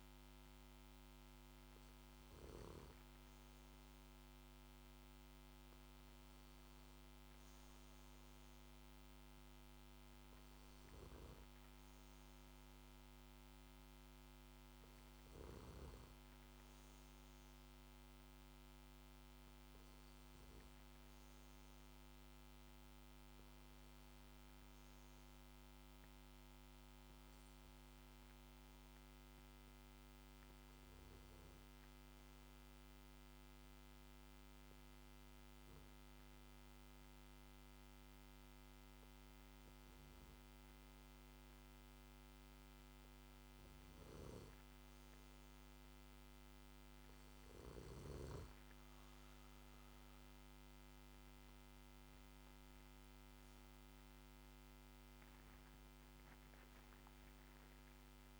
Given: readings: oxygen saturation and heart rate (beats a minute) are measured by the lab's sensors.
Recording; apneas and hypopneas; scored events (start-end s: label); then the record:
breathing in sleep, hard to hear, by a microphone on the trachea; 1
29.50-46.50 s: hypopnea (oxygen 96% before, 94% lowest, heart rate 54 before, 53 extreme, up 5 after)
49.00-53.50 s: arousal
From the record:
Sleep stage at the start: N2 (light sleep); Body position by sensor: on the back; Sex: male